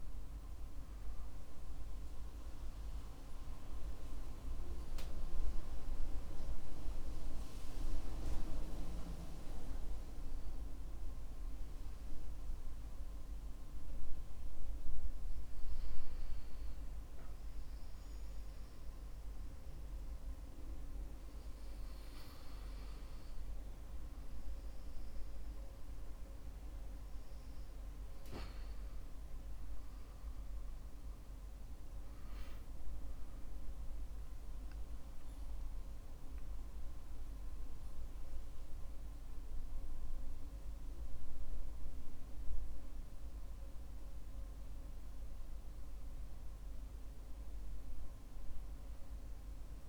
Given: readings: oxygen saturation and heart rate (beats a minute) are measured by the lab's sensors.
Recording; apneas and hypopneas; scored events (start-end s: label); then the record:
breathing in sleep by a room microphone; 1
3.50-25.50 s: hypopnea (oxygen 95% before, 93% lowest, heart rate 57 before, 51 extreme, up 5 after)
27.50-32.00 s: arousal
From the record:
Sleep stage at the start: N2 (light sleep); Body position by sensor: on the back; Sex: male